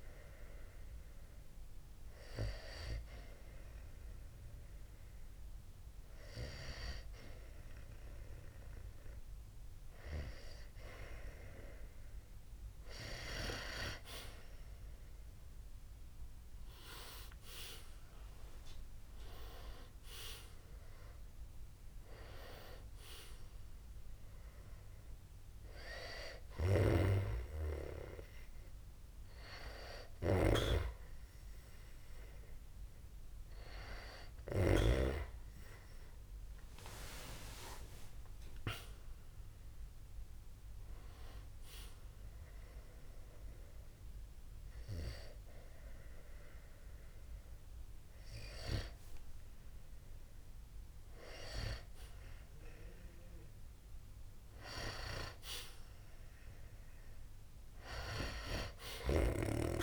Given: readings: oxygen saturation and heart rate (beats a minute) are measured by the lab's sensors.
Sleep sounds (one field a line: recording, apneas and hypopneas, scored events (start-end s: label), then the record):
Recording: breathing in sleep by a room microphone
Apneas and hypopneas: 2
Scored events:
0.00-2.00 s: oxygen desaturation (device-marked, oxygen 90% lowest, heart rate 52 extreme)
1.00-12.50 s: hypopnea (oxygen 94% before, 90% lowest, heart rate 62 before, 60 extreme, up 1 after)
15.00-18.00 s: arousal
17.00-37.00 s: oxygen desaturation (device-marked, oxygen 94% before, 90% lowest, heart rate 58 before, 60 extreme)
26.00-34.00 s: snoring (device-marked)
36.00-39.00 s: arousal
40.50-50.50 s: hypopnea (oxygen 94% before, 90% lowest, heart rate 65 before, 60 extreme)
58.50-59.82 s: snoring (device-marked)
From the record:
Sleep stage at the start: N2 (light sleep)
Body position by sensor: on the back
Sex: male